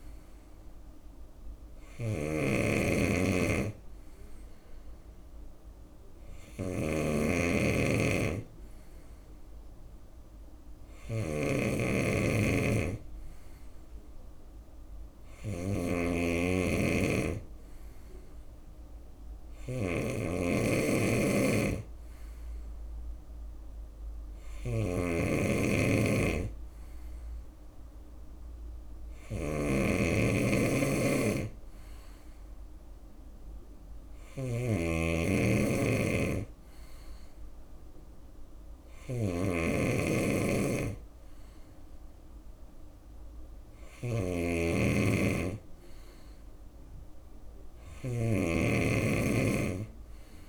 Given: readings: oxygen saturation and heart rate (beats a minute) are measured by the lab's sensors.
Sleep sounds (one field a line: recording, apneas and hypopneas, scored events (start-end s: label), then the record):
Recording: breathing in sleep by a room microphone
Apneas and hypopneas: none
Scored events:
0.00-50.48 s: snoring (device-marked)
From the record:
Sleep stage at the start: N2 (light sleep)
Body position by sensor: on the right side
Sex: male